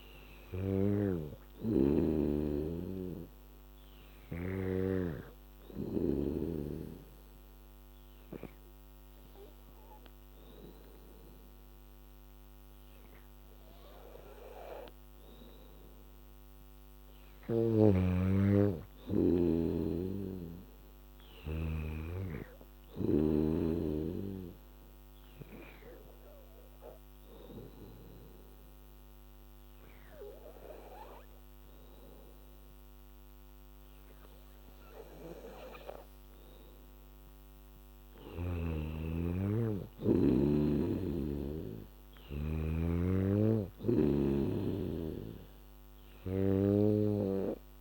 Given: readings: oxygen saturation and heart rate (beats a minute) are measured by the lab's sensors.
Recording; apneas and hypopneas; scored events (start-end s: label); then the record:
breathing in sleep by a microphone on the trachea; 2
0.00-6.00 s: snoring (device-marked)
4.50-15.50 s: obstructive apnea (oxygen 96% before, 92% lowest, heart rate 81 before, 76 extreme, up 0 after)
17.50-21.00 s: arousal
17.50-21.50 s: snoring (device-marked)
21.50-30.50 s: oxygen desaturation (device-marked, oxygen 97% before, 93% lowest, heart rate 79 before, 77 extreme)
24.50-38.00 s: obstructive apnea (oxygen 97% before, 92% lowest, heart rate 79 before, 77 extreme, up 6 after)
38.50-47.81 s: oxygen desaturation (device-marked, oxygen 96% before, 92% lowest, heart rate 78 before, 77 extreme)
40.00-43.50 s: arousal
40.50-47.81 s: snoring (device-marked)
From the record:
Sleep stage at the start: N2 (light sleep); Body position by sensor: on the back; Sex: female